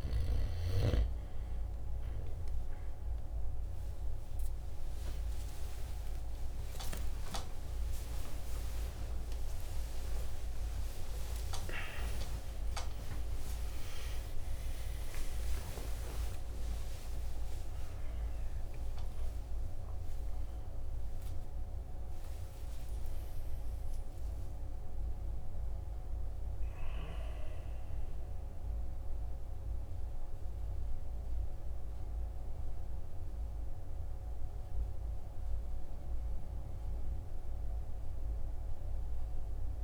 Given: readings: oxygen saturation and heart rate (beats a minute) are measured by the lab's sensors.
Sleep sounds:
a person awake in a sleep study, by a room microphone; none
4.00-34.00 s: new sleep stage, awake
34.00-39.84 s: new sleep stage, N2 (light sleep)
From the record:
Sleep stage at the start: N2 (light sleep); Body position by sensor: on the right side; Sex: male

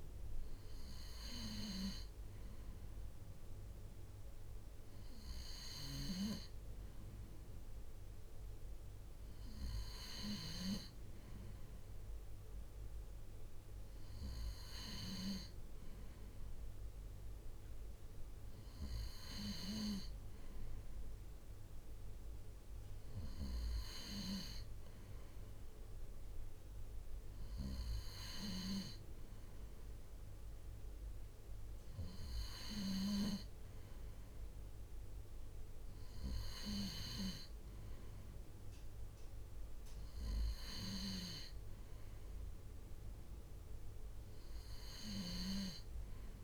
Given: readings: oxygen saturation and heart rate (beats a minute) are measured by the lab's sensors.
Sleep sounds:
breathing in sleep by a room microphone; none
none scored
From the record:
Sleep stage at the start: N2 (light sleep); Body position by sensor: on the right side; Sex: male

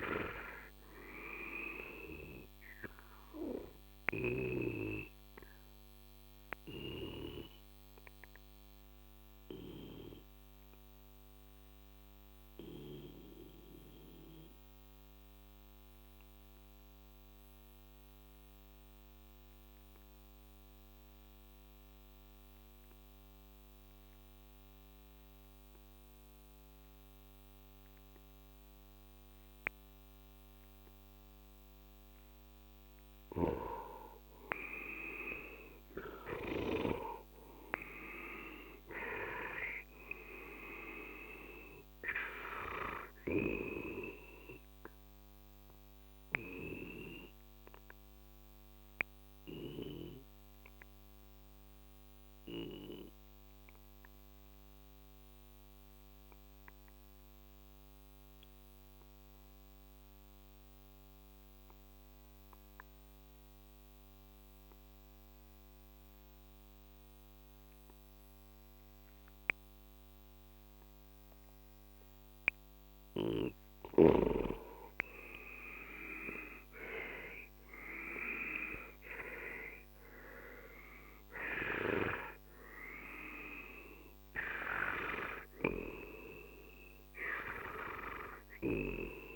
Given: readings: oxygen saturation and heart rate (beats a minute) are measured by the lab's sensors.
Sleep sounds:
breathing in sleep by a microphone on the trachea; 2
4.50-32.50 s: obstructive apnea (oxygen 98% before, 91% lowest, heart rate 54 before, 40 extreme, up 13 after)
7.00-18.00 s: oxygen desaturation (device-marked, oxygen 95% before, 91% lowest, heart rate 55 before, 42 extreme)
33.50-37.00 s: snoring (device-marked)
34.00-60.00 s: oxygen desaturation (device-marked, oxygen 98% before, 91% lowest, heart rate 46 before, 40 extreme)
34.50-39.00 s: arousal
45.00-73.50 s: obstructive apnea (oxygen 98% before, 91% lowest, heart rate 53 before, 40 extreme, up 19 after)
73.00-89.36 s: oxygen desaturation (device-marked, oxygen 98% before, 91% lowest, heart rate 44 before, 40 extreme)
75.50-79.00 s: arousal
From the record:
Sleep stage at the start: N2 (light sleep); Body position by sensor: on the left side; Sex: male

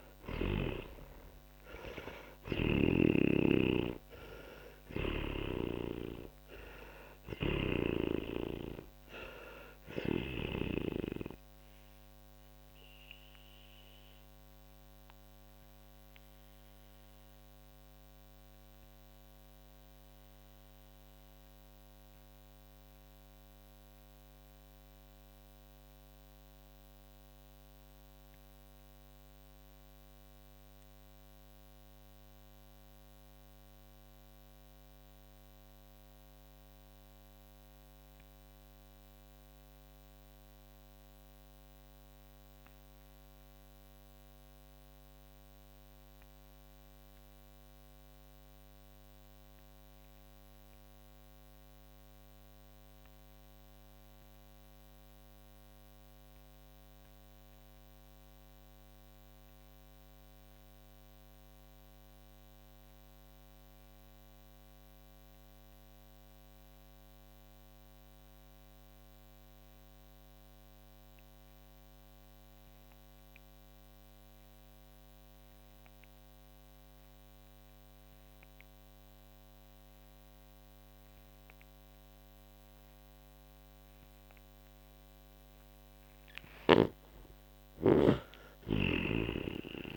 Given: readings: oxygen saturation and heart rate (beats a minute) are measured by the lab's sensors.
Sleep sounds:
breathing in sleep by a microphone on the trachea; 1
0.00-47.50 s: oxygen desaturation (device-marked, oxygen 84% lowest, heart rate 40 extreme)
12.50-85.00 s: mixed apnea (oxygen 99% before, 84% lowest, heart rate 69 before, 40 extreme, up 13 after)
77.50-89.97 s: oxygen desaturation (device-marked, oxygen 98% before, 92% lowest, heart rate 51 before, 47 extreme)
87.00-89.97 s: arousal
From the record:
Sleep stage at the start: N2 (light sleep); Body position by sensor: on the back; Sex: male

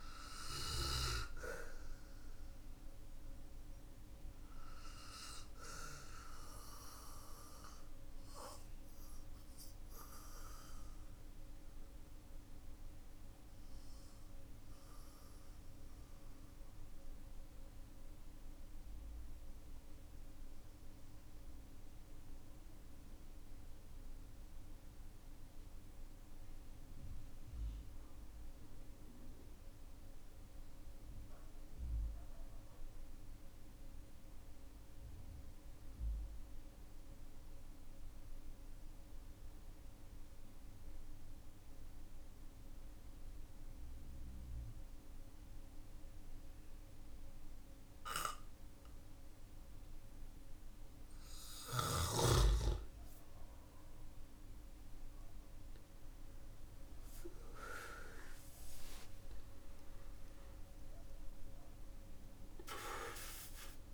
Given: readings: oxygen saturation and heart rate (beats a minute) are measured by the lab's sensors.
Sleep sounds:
breathing in sleep by a room microphone; 1
0.00-26.00 s: oxygen desaturation (device-marked, oxygen 90% lowest, heart rate 44 extreme)
1.50-50.00 s: obstructive apnea (oxygen 97% before, 89% lowest, heart rate 52 before, 44 extreme, up 11 after)
45.00-63.93 s: oxygen desaturation (device-marked, oxygen 98% before, 93% lowest, heart rate 54 before, 46 extreme)
54.50-60.00 s: arousal
From the record:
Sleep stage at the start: N2 (light sleep); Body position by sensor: on the back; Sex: male

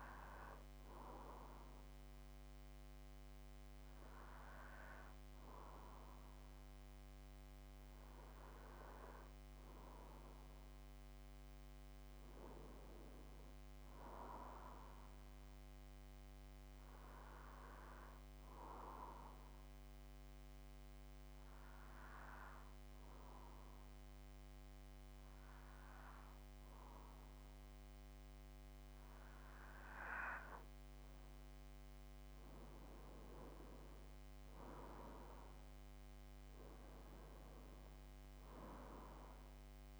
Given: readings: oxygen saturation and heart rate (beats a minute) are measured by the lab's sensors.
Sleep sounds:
breathing in sleep by a microphone on the trachea; 1
0.00-15.00 s: oxygen desaturation (device-marked, oxygen 92% lowest)
14.50-16.50 s: arousal
18.50-29.50 s: obstructive apnea (oxygen 95% before, 90% lowest)
34.50-38.00 s: arousal
38.00-40.00 s: oxygen desaturation (device-marked, oxygen 94% before, 91% lowest)
From the record:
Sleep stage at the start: N2 (light sleep); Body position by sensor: on the back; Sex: male

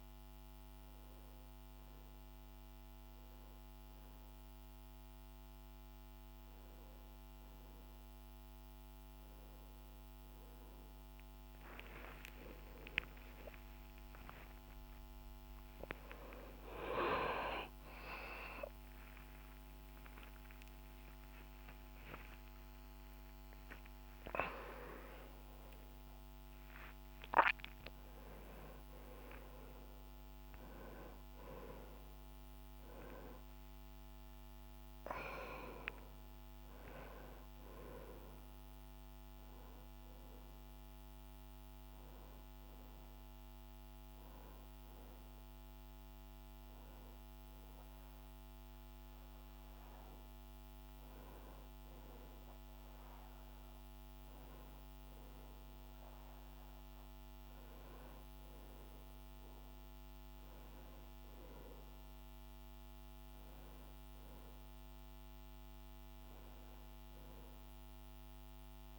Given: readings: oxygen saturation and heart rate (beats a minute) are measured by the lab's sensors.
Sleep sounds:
a person awake in a sleep study, by a microphone on the trachea; none
10.00-68.99 s: new sleep stage, awake
From the record:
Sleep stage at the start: N2 (light sleep); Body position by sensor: on the back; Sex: male

